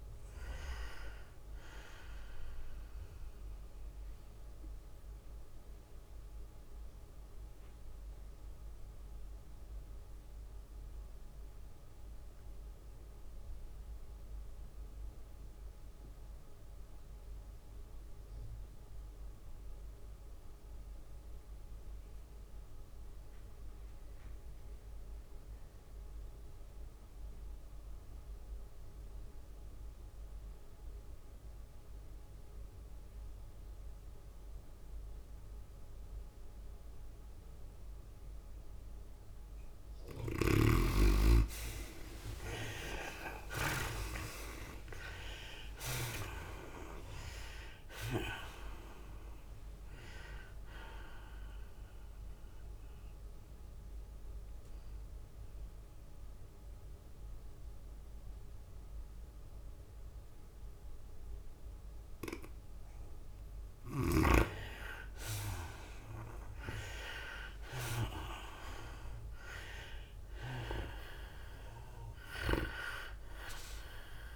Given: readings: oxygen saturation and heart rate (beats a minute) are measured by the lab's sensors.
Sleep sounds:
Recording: breathing in sleep by a room microphone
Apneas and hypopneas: 2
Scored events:
0.00-7.00 s: drop in pulse transit time (device-marked, heart rate 105 extreme)
0.00-9.00 s: oxygen desaturation (device-marked, oxygen 67% lowest, heart rate 87 extreme)
0.00-16.00 s: tachycardia (device-marked, heart rate 112 extreme)
6.00-39.50 s: obstructive apnea (oxygen 89% before, 62% lowest, heart rate 104 before, 93 extreme, up 15 after)
11.00-62.00 s: oxygen desaturation (device-marked, oxygen 97% before, 62% lowest, heart rate 108 before, 93 extreme)
18.00-22.00 s: tachycardia (device-marked, heart rate 104 before, 103 extreme)
42.00-74.36 s: tachycardia (device-marked, heart rate 104 before, 114 extreme)
43.00-46.00 s: arousal
46.00-59.00 s: drop in pulse transit time (device-marked, heart rate 96 before, 105 extreme)
53.50-64.50 s: hypopnea (oxygen 82% before, 62% lowest, heart rate 101 before, 104 extreme, up 3 after)
64.00-74.36 s: oxygen desaturation (device-marked, oxygen 98% before, 77% lowest, heart rate 110 before, 98 extreme)
69.00-72.00 s: arousal
From the record:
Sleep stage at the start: N2 (light sleep)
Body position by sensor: on the right side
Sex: female

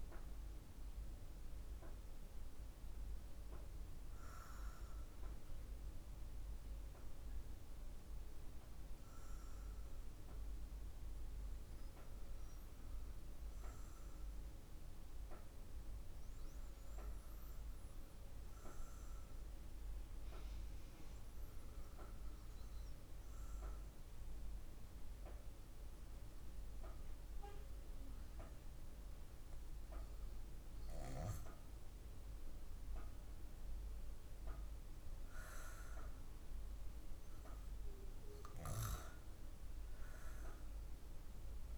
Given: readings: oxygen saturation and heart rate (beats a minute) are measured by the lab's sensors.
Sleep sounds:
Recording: breathing in sleep by a room microphone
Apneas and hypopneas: 1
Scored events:
6.00-35.00 s: obstructive apnea (oxygen 98% before, 96% lowest, heart rate 58 before, 51 extreme, up 1 after)
37.00-41.50 s: arousal
From the record:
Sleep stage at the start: REM sleep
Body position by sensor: on the back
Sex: female

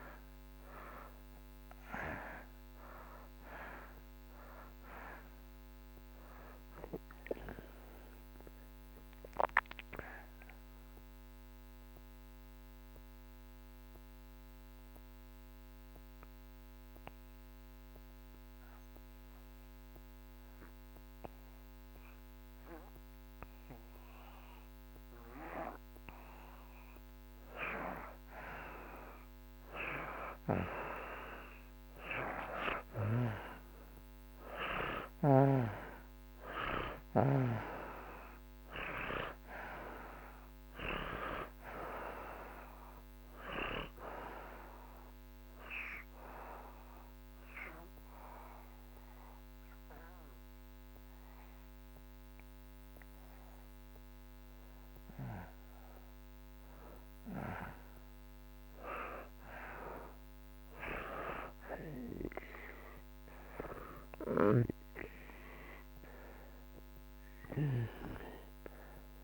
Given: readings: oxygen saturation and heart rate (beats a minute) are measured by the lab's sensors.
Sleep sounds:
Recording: breathing in sleep by a microphone on the trachea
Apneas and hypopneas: 2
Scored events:
0.00-25.00 s: oxygen desaturation (device-marked, oxygen 66% lowest)
8.50-25.50 s: mixed apnea (oxygen 78% before, 66% lowest)
28.00-33.00 s: arousal
35.00-62.00 s: oxygen desaturation (device-marked, oxygen 99% before, 83% lowest)
44.00-54.00 s: obstructive apnea (oxygen 99% before, 83% lowest)
61.00-66.00 s: arousal
From the record:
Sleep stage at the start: REM sleep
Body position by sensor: on the back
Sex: male

